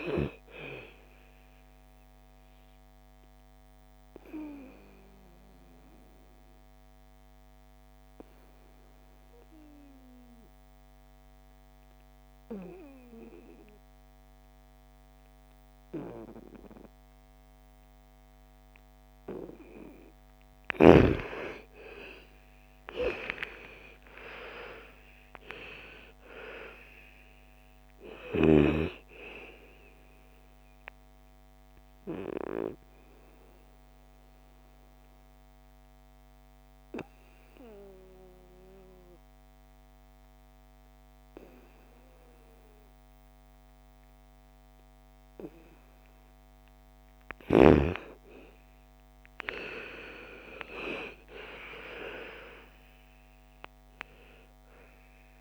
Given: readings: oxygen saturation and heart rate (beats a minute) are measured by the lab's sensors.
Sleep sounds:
breathing in sleep by a microphone on the trachea; 2
0.00-13.00 s: oxygen desaturation (device-marked, oxygen 86% lowest, heart rate 54 extreme)
3.00-19.00 s: obstructive apnea (oxygen 99% before, 84% lowest, heart rate 61 before, 54 extreme, up 14 after)
21.50-26.50 s: arousal
22.00-43.00 s: oxygen desaturation (device-marked, oxygen 99% before, 84% lowest, heart rate 58 before, 55 extreme)
32.00-46.00 s: obstructive apnea (oxygen 99% before, 84% lowest, heart rate 62 before, 55 extreme, up 9 after)
49.50-54.00 s: arousal
54.00-55.41 s: oxygen desaturation (device-marked, oxygen 99% before, 88% lowest, heart rate 58 before, 56 extreme)
From the record:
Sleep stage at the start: N2 (light sleep); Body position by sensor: on the back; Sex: female

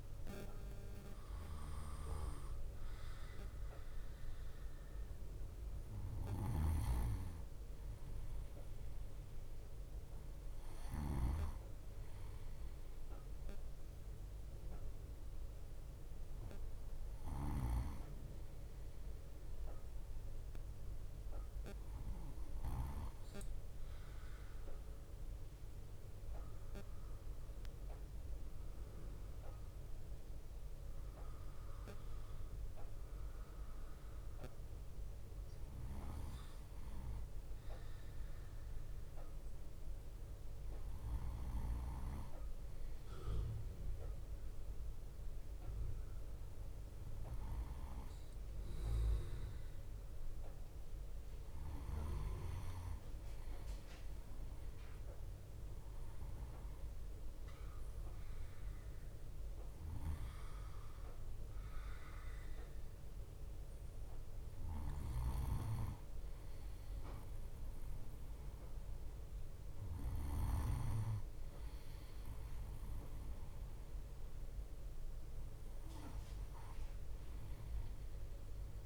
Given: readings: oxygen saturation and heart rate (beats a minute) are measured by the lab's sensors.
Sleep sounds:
breathing in sleep by a room microphone; none
6.50-11.50 s: snoring (device-marked)
23.50-28.00 s: arousal
From the record:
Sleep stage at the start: N2 (light sleep); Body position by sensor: on the right side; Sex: male

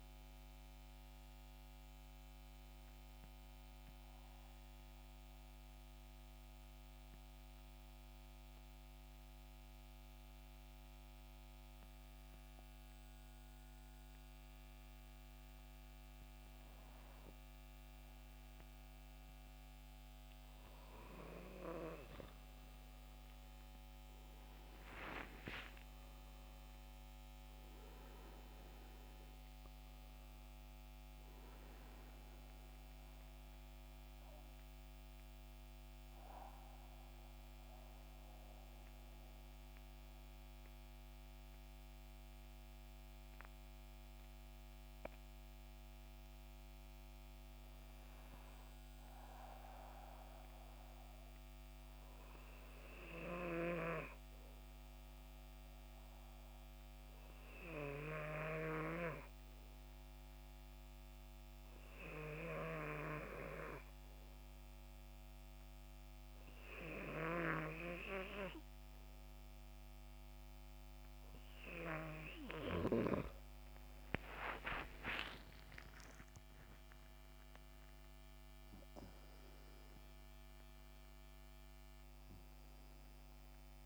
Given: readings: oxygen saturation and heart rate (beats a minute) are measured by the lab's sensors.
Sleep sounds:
breathing in sleep by a microphone on the trachea; 3
0.00-14.00 s: oxygen desaturation (device-marked, oxygen 84% lowest, heart rate 63 extreme)
1.50-20.00 s: mixed apnea (oxygen 94% before, 84% lowest, heart rate 75 before, 63 extreme, up 13 after)
22.00-25.50 s: arousal
26.00-51.00 s: oxygen desaturation (device-marked, oxygen 94% before, 85% lowest, heart rate 67 before, 64 extreme)
36.50-48.50 s: mixed apnea (oxygen 94% before, 83% lowest, heart rate 73 before, 64 extreme, up 4 after)
53.50-56.50 s: arousal
62.00-73.00 s: obstructive apnea (oxygen 93% before, 83% lowest, heart rate 67 before, 66 extreme, up 16 after)
62.00-81.00 s: oxygen desaturation (device-marked, oxygen 93% before, 87% lowest, heart rate 67 before, 66 extreme)
74.50-78.50 s: arousal
From the record:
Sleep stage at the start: N2 (light sleep); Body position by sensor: on the back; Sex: male

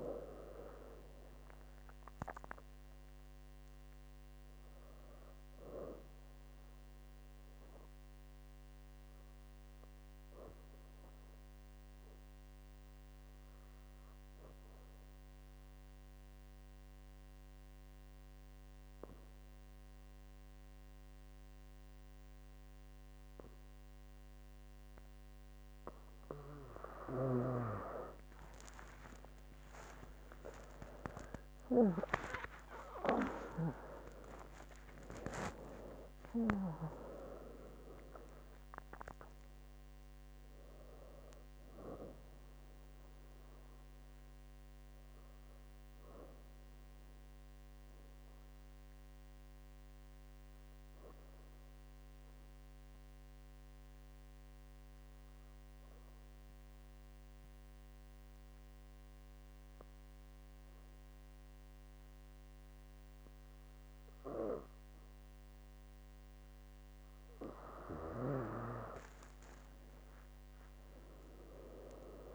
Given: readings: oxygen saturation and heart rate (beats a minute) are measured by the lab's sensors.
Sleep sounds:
breathing in sleep by a microphone on the trachea; 2
0.00-1.00 s: oxygen desaturation (device-marked, oxygen 95% lowest, heart rate 66 extreme)
7.50-26.50 s: obstructive apnea (oxygen 98% before, 95% lowest, heart rate 107 before, 66 extreme)
30.50-36.50 s: arousal
39.00-46.00 s: oxygen desaturation (device-marked, oxygen 98% before, 95% lowest, heart rate 102 before, 66 extreme)
44.00-66.50 s: obstructive apnea (oxygen 99% before, 95% lowest, heart rate 107 before, 66 extreme, up 55 after)
72.00-72.35 s: new sleep stage, N1 (lightest sleep)
From the record:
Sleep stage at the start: N2 (light sleep); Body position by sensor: on the back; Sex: female

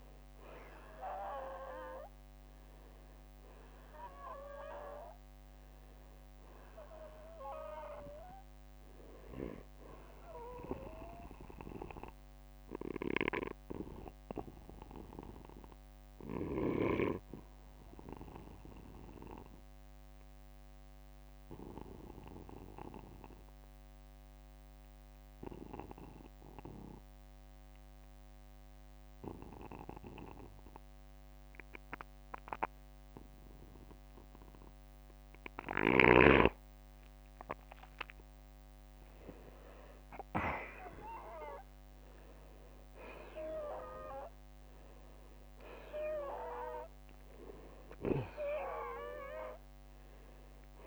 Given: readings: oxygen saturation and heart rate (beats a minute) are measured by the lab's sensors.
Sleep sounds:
breathing in sleep by a microphone on the trachea; 1
5.50-9.50 s: oxygen desaturation (device-marked, oxygen 96% before, 92% lowest, heart rate 58 before, 39 extreme)
7.50-9.50 s: long interval between heartbeats (device-marked, heart rate 59 before, 61 extreme)
16.50-35.50 s: oxygen desaturation (device-marked, oxygen 94% before, 85% lowest, heart rate 57 before, 39 extreme)
20.00-34.50 s: obstructive apnea (oxygen 96% before, 85% lowest, heart rate 56 before, 39 extreme, up 24 after)
38.50-43.00 s: arousal
From the record:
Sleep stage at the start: N2 (light sleep); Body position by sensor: on the back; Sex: male

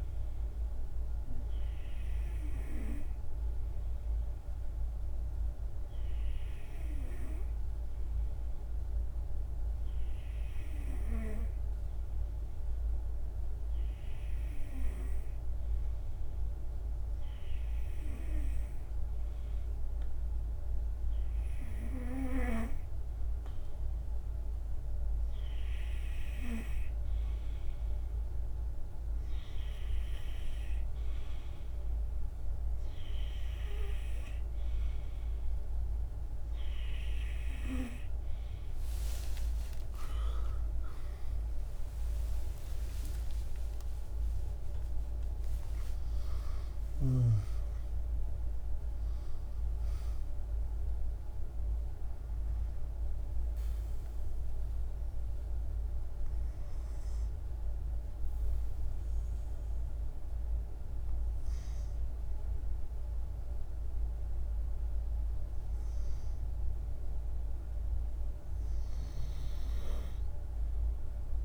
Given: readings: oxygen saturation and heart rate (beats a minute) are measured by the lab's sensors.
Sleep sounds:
breathing in sleep by a room microphone; 1
37.50-43.00 s: arousal
53.00-66.00 s: hypopnea (oxygen 95% before, 92% lowest, heart rate 86 before, 51 extreme)
From the record:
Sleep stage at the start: N2 (light sleep); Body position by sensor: on the right side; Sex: male

